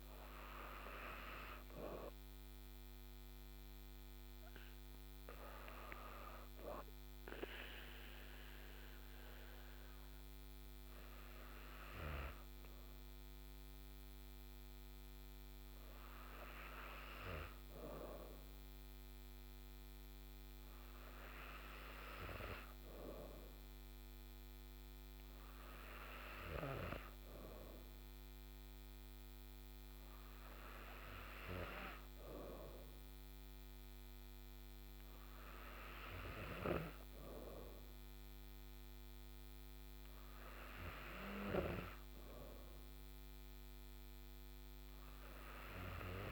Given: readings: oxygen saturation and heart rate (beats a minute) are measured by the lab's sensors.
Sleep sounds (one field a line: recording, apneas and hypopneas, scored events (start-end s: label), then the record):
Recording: breathing in sleep by a microphone on the trachea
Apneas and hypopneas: none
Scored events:
1.50-13.50 s: oxygen desaturation (device-marked, oxygen 97% before, 94% lowest, heart rate 36 before, 58 extreme)
From the record:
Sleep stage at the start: N2 (light sleep)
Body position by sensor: on the back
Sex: female